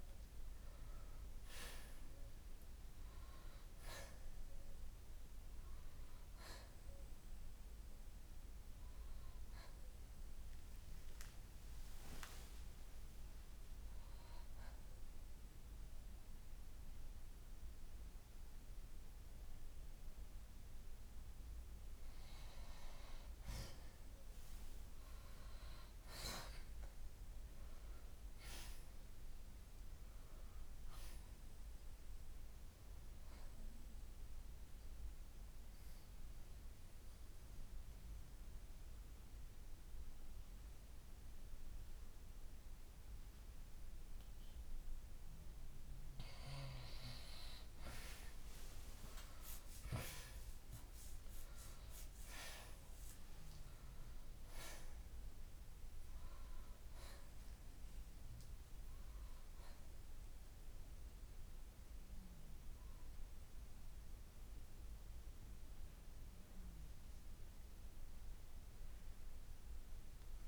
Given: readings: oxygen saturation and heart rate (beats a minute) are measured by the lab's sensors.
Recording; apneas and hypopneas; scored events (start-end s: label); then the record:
breathing in sleep by a room microphone; 1
0.00-1.50 s: oxygen desaturation (device-marked, oxygen 87% lowest, heart rate 55 extreme)
0.00-3.00 s: arousal
13.50-26.50 s: oxygen desaturation (device-marked, oxygen 95% before, 85% lowest, heart rate 64 before, 59 extreme)
25.50-29.50 s: arousal
34.50-45.50 s: mixed apnea (oxygen 95% before, 84% lowest, heart rate 64 before, 57 extreme, up 4 after)
34.50-54.50 s: oxygen desaturation (device-marked, oxygen 95% before, 86% lowest, heart rate 64 before, 57 extreme)
48.00-52.50 s: arousal
63.50-70.48 s: oxygen desaturation (device-marked, oxygen 94% before, 84% lowest, heart rate 65 before, 55 extreme)
From the record:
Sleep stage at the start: N2 (light sleep); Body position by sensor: on the back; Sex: male